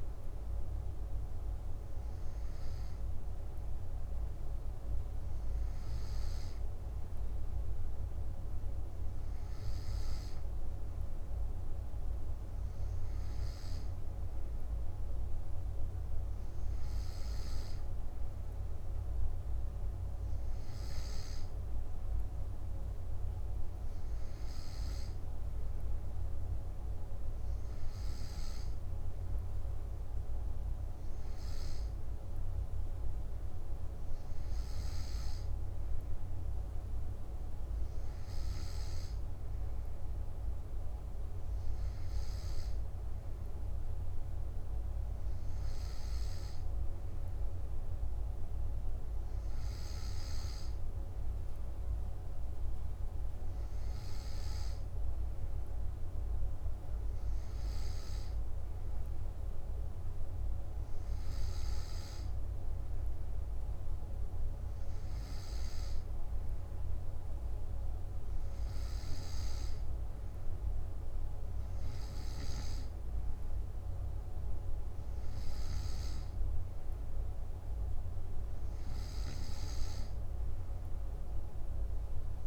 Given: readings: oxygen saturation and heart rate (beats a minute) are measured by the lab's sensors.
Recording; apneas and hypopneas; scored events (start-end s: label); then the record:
breathing in sleep, hard to hear, by a room microphone; none
none scored
From the record:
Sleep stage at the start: N2 (light sleep); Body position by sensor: on the back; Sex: male